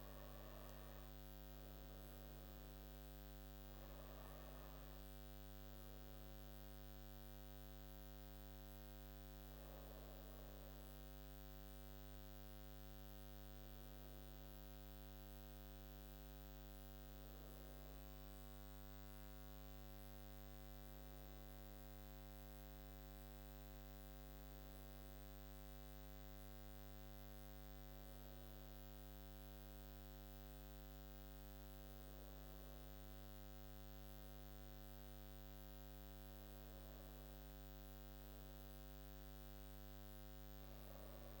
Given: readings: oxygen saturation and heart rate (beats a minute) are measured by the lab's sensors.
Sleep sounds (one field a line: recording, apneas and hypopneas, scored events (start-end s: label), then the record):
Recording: breathing in sleep, hard to hear, by a microphone on the trachea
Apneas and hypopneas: none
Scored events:
9.00-13.50 s: arousal
From the record:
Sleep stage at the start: N2 (light sleep)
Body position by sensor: on the back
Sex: female